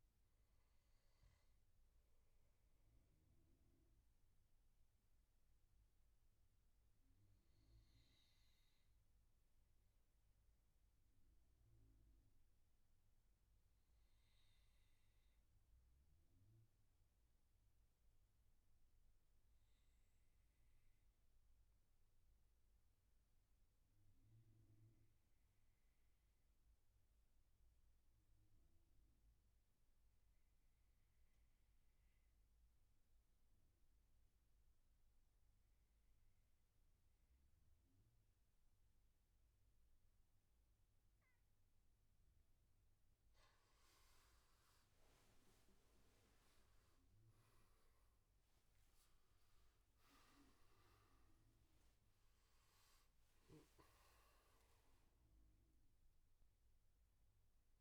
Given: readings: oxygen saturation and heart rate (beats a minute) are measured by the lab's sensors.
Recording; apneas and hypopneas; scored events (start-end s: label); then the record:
breathing in sleep, hard to hear, by a room microphone; 1
0.00-12.00 s: oxygen desaturation (device-marked, oxygen 88% lowest, heart rate 60 extreme)
2.50-41.50 s: obstructive apnea (oxygen 98% before, 88% lowest, heart rate 77 before, 62 extreme, up 20 after)
33.00-57.81 s: oxygen desaturation (device-marked, oxygen 99% before, 88% lowest, heart rate 68 before, 62 extreme)
44.00-49.50 s: arousal
53.50-55.50 s: long interval between heartbeats (device-marked, heart rate 76 before, 93 extreme)
From the record:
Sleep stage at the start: N2 (light sleep); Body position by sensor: on the back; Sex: male